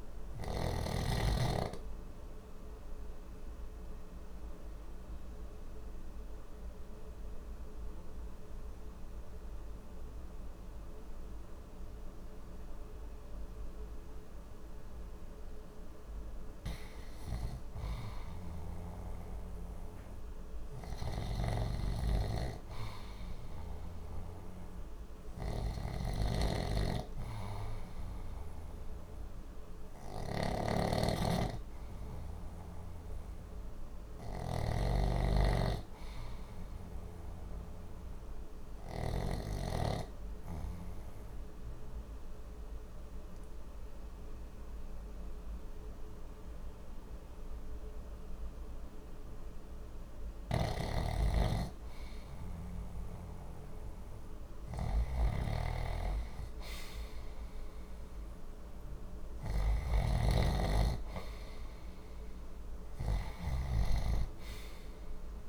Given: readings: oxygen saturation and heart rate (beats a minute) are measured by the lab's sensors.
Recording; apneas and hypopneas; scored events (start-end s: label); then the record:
breathing in sleep by a room microphone; 2
1.50-16.00 s: obstructive apnea (oxygen 95% before, 91% lowest, heart rate 60 before, 59 extreme, up 3 after)
12.50-20.50 s: oxygen desaturation (device-marked, oxygen 94% before, 91% lowest, heart rate 60 before, 59 extreme)
20.00-25.00 s: arousal
20.50-39.00 s: snoring (device-marked)
39.50-45.50 s: oxygen desaturation (device-marked, oxygen 97% before, 93% lowest, heart rate 60 before, 60 extreme)
40.50-52.00 s: obstructive apnea (oxygen 97% before, 90% lowest, heart rate 60 before, 60 extreme, up 1 after)
50.00-65.49 s: snoring (device-marked)
55.50-59.50 s: arousal
From the record:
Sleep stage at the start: REM sleep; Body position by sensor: on the left side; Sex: male